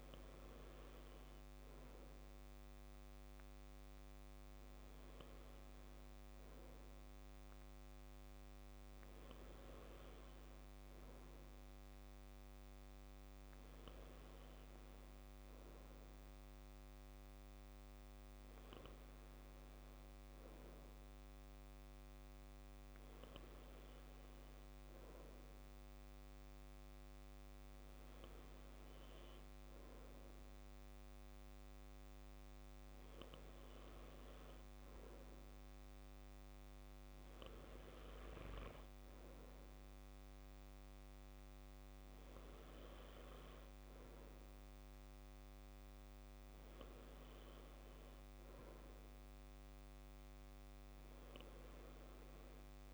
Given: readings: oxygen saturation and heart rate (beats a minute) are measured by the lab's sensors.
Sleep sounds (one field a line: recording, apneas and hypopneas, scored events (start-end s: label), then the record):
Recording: breathing in sleep, hard to hear, by a microphone on the trachea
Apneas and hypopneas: none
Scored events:
none scored
From the record:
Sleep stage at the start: N2 (light sleep)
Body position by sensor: on the back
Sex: male